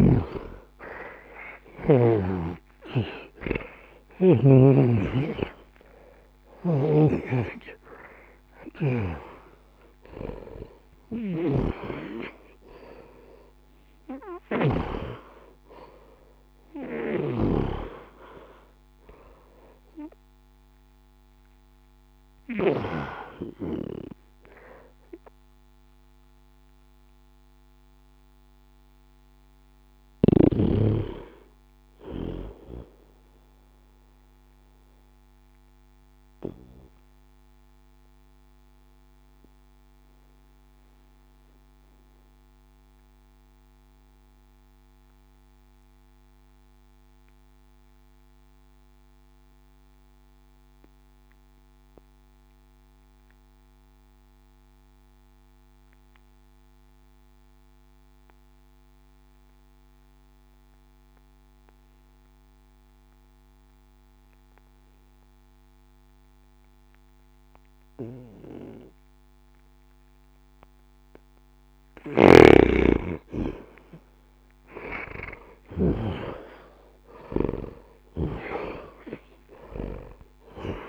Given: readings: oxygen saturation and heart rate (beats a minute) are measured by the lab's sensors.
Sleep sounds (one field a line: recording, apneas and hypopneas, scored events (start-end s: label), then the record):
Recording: breathing in sleep by a microphone on the trachea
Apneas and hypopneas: 1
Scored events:
0.00-4.00 s: snoring (device-marked)
0.00-42.00 s: oxygen desaturation (device-marked, oxygen 78% lowest, heart rate 60 extreme)
1.00-6.00 s: arousal
6.00-17.50 s: snoring (device-marked)
33.50-71.50 s: obstructive apnea (oxygen 90% before, 78% lowest, heart rate 68 before, 59 extreme, up 54 after)
63.00-65.00 s: bradycardia (device-marked, heart rate 72 before, 63 extreme)
69.00-80.89 s: oxygen desaturation (device-marked, oxygen 98% before, 78% lowest, heart rate 61 before, 60 extreme)
74.50-79.50 s: arousal
From the record:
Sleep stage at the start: N2 (light sleep)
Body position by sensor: on the back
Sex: male